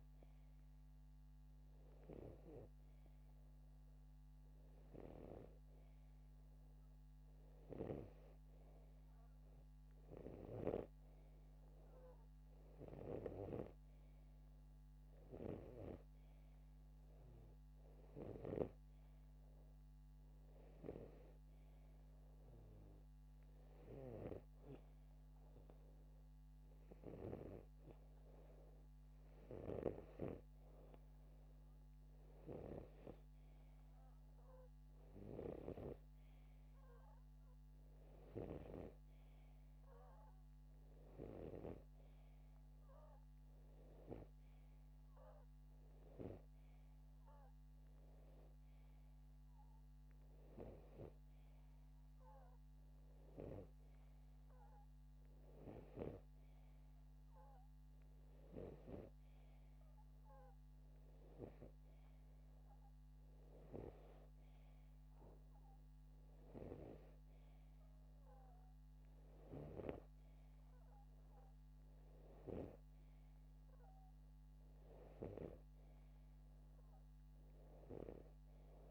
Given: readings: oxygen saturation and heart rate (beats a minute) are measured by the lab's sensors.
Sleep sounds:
breathing in sleep by a microphone on the trachea; none
none scored
From the record:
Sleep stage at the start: N2 (light sleep); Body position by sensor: upright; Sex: male

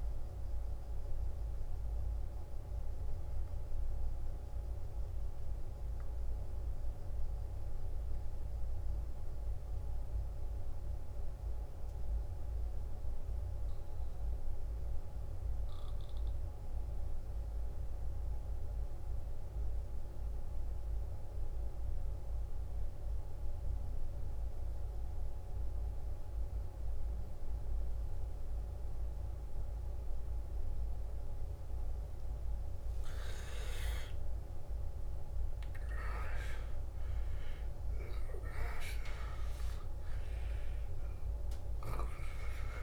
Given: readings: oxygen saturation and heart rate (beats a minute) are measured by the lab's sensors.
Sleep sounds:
breathing in sleep by a room microphone; 1
0.00-10.00 s: oxygen desaturation (device-marked, oxygen 86% lowest, heart rate 54 extreme)
5.00-33.00 s: mixed apnea (oxygen 95% before, 87% lowest, heart rate 68 before, 54 extreme, up 15 after)
29.00-42.83 s: oxygen desaturation (device-marked, oxygen 97% before, 87% lowest, heart rate 55 before, 53 extreme)
34.00-39.50 s: arousal
From the record:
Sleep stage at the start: N2 (light sleep); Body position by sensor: on the back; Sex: male

